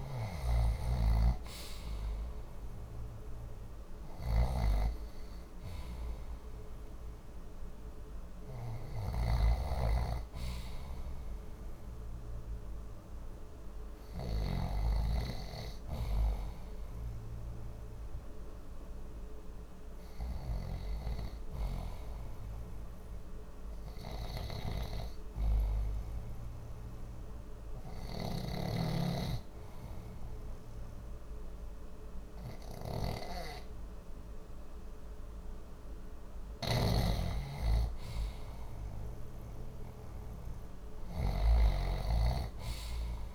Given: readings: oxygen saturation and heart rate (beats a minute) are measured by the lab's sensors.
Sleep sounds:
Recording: breathing in sleep by a room microphone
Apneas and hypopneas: 1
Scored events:
0.00-4.50 s: snoring (device-marked)
15.50-37.50 s: hypopnea (oxygen 93% before, 88% lowest, heart rate 74 before, 59 extreme, up 3 after)
16.00-24.00 s: oxygen desaturation (device-marked, oxygen 92% before, 88% lowest, heart rate 74 before, 59 extreme)
28.00-43.35 s: snoring (device-marked)
From the record:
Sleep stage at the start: N2 (light sleep)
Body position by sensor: on the left side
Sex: male

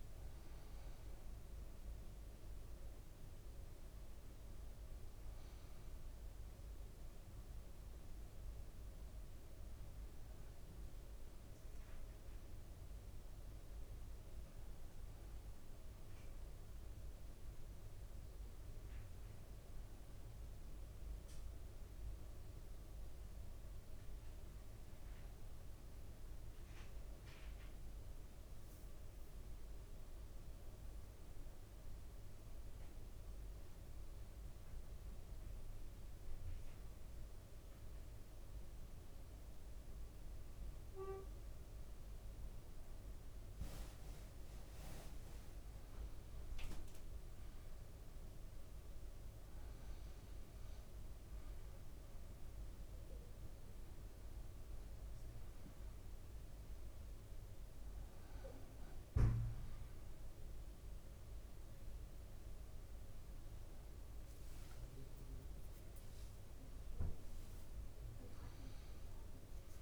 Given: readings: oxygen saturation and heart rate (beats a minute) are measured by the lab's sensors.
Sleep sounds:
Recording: breathing in sleep, hard to hear, by a room microphone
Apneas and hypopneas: 1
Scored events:
0.00-7.50 s: oxygen desaturation (device-marked, oxygen 95% lowest, heart rate 57 extreme)
32.00-42.00 s: central apnea (oxygen 99% before, 96% lowest, heart rate 58 before, 56 extreme, up 4 after)
42.50-45.50 s: leg movement (device-marked)
44.00-48.00 s: arousal
From the record:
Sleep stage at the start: N1 (lightest sleep)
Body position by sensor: on the back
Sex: male

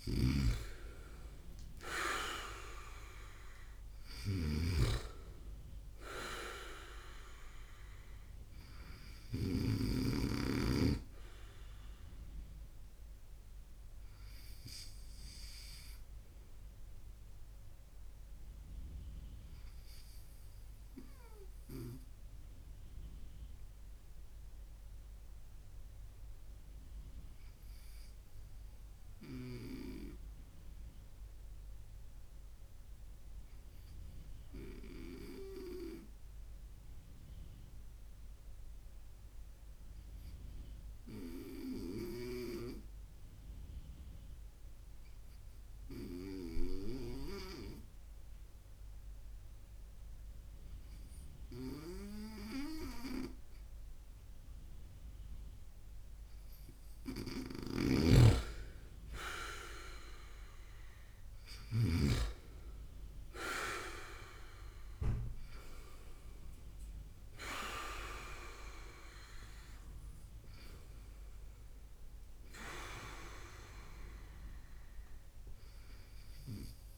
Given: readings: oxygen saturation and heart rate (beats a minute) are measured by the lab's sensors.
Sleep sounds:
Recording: breathing in sleep by a room microphone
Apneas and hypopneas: 1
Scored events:
0.00-1.00 s: arousal
0.00-9.00 s: snoring (device-marked)
15.00-55.50 s: obstructive apnea (oxygen 99% before, 98% lowest, heart rate 60 before, 56 extreme, up 12 after)
57.00-61.50 s: snoring (device-marked)
62.50-67.50 s: arousal
From the record:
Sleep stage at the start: N2 (light sleep)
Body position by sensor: on the right side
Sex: male

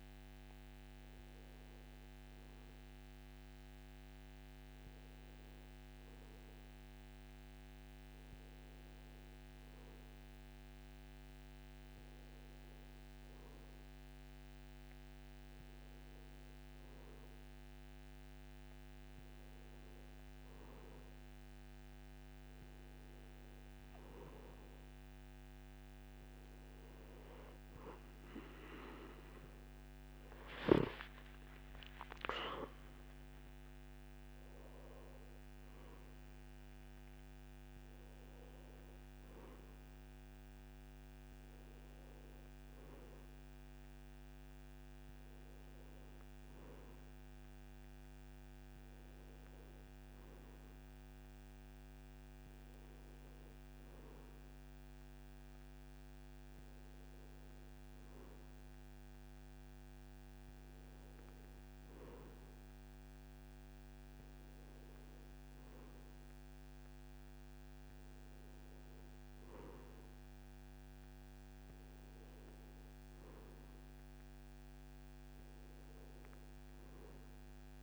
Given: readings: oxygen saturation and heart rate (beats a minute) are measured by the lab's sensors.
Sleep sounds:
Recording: breathing in sleep, hard to hear, by a microphone on the trachea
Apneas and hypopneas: none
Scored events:
30.00-35.00 s: arousal
33.50-77.83 s: new sleep stage, N2 (light sleep)
From the record:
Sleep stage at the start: N1 (lightest sleep)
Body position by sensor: on the back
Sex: male

